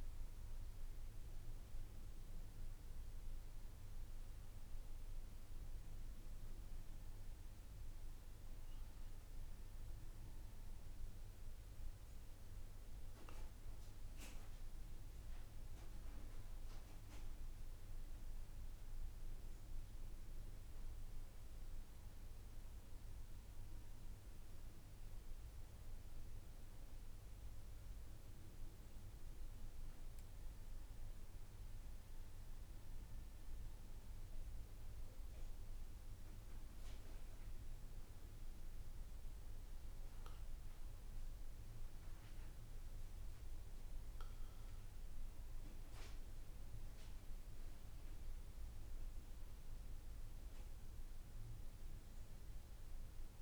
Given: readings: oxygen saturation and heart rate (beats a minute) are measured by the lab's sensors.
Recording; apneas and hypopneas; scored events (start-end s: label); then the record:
breathing in sleep, hard to hear, by a room microphone; none
0.00-1.00 s: oxygen desaturation (device-marked, oxygen 94% lowest, heart rate 54 extreme)
30.00-53.42 s: new sleep stage, N3 (deep sleep)
From the record:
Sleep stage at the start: N2 (light sleep); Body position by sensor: on the back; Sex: male